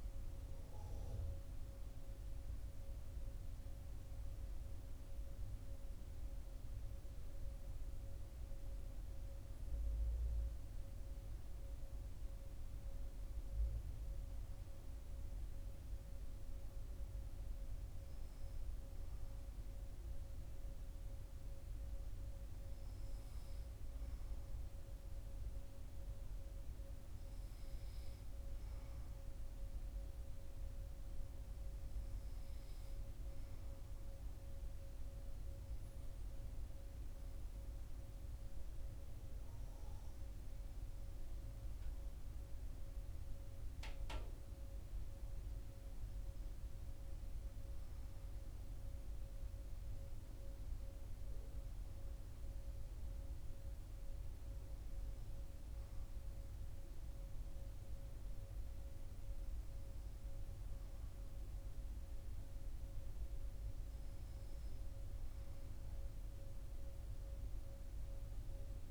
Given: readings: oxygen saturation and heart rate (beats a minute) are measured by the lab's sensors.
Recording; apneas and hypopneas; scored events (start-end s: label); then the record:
breathing in sleep, hard to hear, by a room microphone; none
29.50-68.91 s: new sleep stage, N2 (light sleep)
From the record:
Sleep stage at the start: N1 (lightest sleep); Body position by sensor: on the back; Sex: male